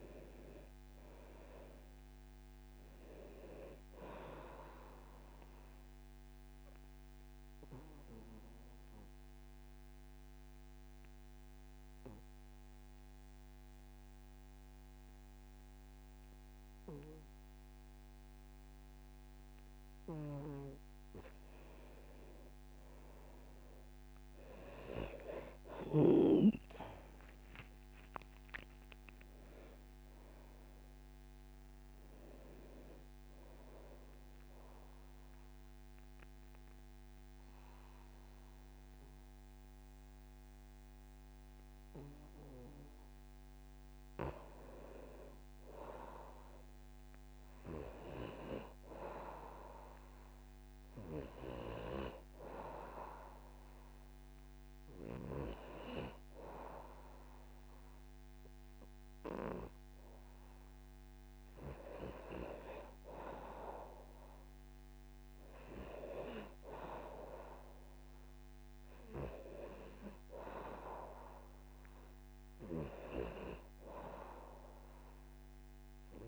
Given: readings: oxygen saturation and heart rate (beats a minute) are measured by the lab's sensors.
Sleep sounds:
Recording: breathing in sleep by a microphone on the trachea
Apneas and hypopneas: 2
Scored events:
0.00-15.50 s: oxygen desaturation (device-marked, oxygen 89% lowest, heart rate 70 extreme)
6.00-20.00 s: obstructive apnea (oxygen 99% before, 88% lowest, heart rate 75 before, 68 extreme, up 3 after)
22.50-26.00 s: arousal
28.50-45.50 s: oxygen desaturation (device-marked, oxygen 98% before, 88% lowest, heart rate 73 before, 66 extreme)
34.50-44.50 s: obstructive apnea (oxygen 99% before, 88% lowest, heart rate 75 before, 66 extreme, up 7 after)
46.00-49.00 s: arousal
57.50-62.50 s: oxygen desaturation (device-marked, oxygen 98% before, 93% lowest, heart rate 70 before, 74 extreme)
From the record:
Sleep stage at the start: N2 (light sleep)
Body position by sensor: on the back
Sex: male

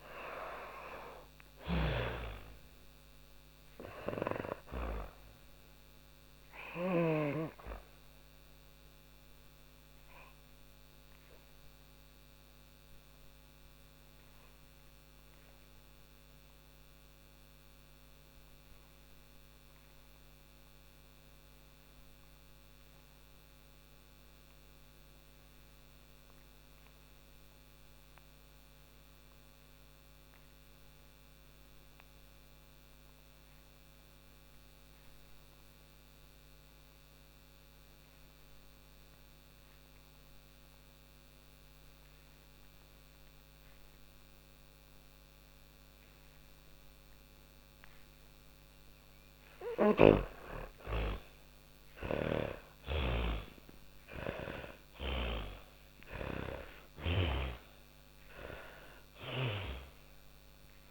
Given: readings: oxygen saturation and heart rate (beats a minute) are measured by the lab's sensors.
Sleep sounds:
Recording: breathing in sleep by a microphone on the trachea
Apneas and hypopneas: 1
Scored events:
0.00-1.00 s: arousal
0.00-5.50 s: snoring (device-marked)
0.00-25.00 s: oxygen desaturation (device-marked, oxygen 88% lowest, heart rate 39 extreme)
5.00-45.50 s: obstructive apnea (oxygen 98% before, 82% lowest, heart rate 90 before, 39 extreme, up 40 after)
40.00-60.91 s: oxygen desaturation (device-marked, oxygen 98% before, 82% lowest, heart rate 64 before, 39 extreme)
48.00-55.50 s: snoring (device-marked)
49.00-53.00 s: arousal
54.00-60.91 s: new sleep stage, N1 (lightest sleep)
From the record:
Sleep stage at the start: N2 (light sleep)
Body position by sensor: on the back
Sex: female

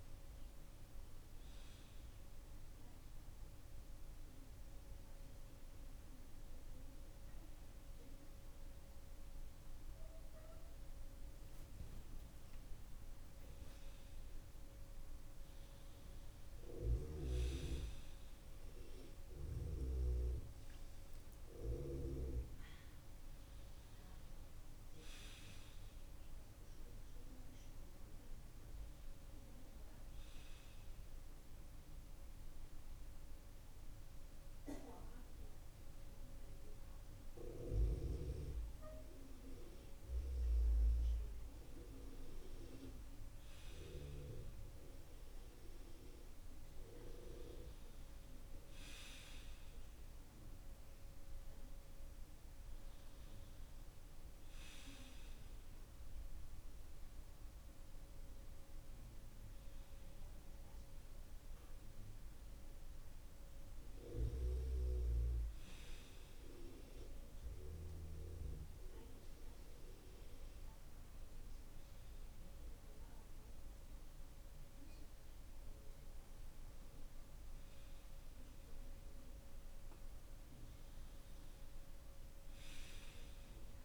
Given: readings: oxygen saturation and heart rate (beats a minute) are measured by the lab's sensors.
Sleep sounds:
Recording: breathing in sleep by a room microphone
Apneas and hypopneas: 1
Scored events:
20.00-26.00 s: arousal
30.50-41.50 s: hypopnea (oxygen 96% before, 94% lowest, heart rate 64 before, 58 extreme, up 2 after)
From the record:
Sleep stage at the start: N2 (light sleep)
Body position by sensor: on the left side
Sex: male

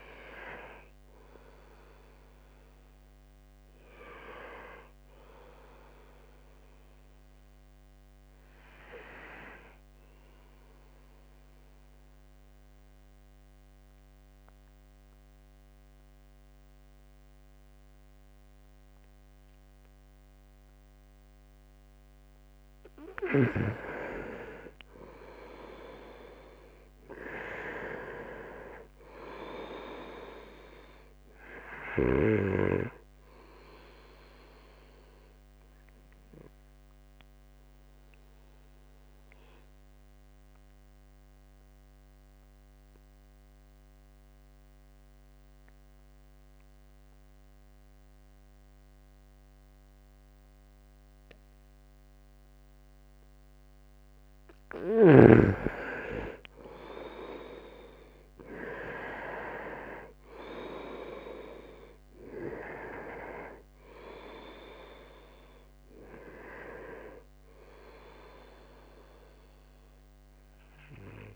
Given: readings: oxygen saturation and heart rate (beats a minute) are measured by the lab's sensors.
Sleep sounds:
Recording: breathing in sleep by a microphone on the trachea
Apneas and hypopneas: 2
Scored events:
0.00-7.00 s: oxygen desaturation (device-marked, oxygen 89% lowest, heart rate 63 extreme)
4.00-7.50 s: arousal
10.50-22.50 s: mixed apnea (oxygen 98% before, 87% lowest, heart rate 79 before, 63 extreme, up 6 after)
24.00-28.00 s: arousal
24.00-51.00 s: oxygen desaturation (device-marked, oxygen 95% before, 87% lowest, heart rate 69 before, 62 extreme)
37.00-54.00 s: mixed apnea (oxygen 95% before, 87% lowest, heart rate 67 before, 61 extreme, up 2 after)
54.50-59.00 s: arousal
63.00-71.36 s: oxygen desaturation (device-marked, oxygen 98% before, 89% lowest, heart rate 66 before, 61 extreme)
From the record:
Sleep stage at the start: N2 (light sleep)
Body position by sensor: on the right side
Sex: male

